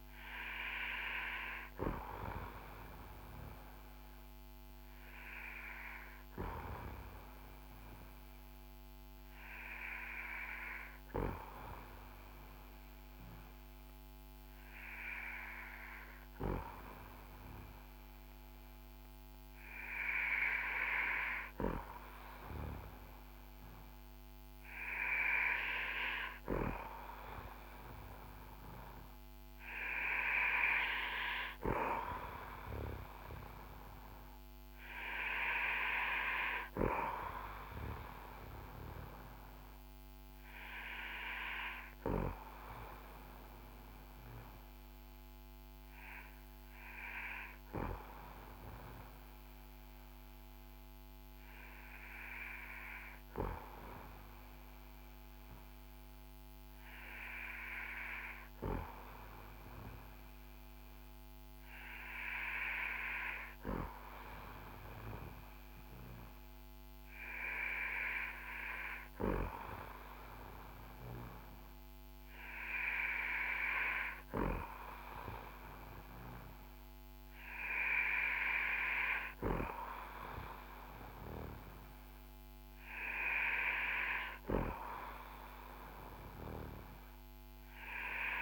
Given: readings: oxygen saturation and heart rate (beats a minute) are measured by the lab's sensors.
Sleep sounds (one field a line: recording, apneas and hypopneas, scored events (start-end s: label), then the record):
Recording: breathing in sleep by a microphone on the trachea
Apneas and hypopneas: 1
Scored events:
42.50-63.00 s: hypopnea (oxygen 94% before, 92% lowest, heart rate 59 before, 51 extreme, up 7 after)
66.50-70.50 s: arousal
From the record:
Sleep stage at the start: N2 (light sleep)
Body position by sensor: on the back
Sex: male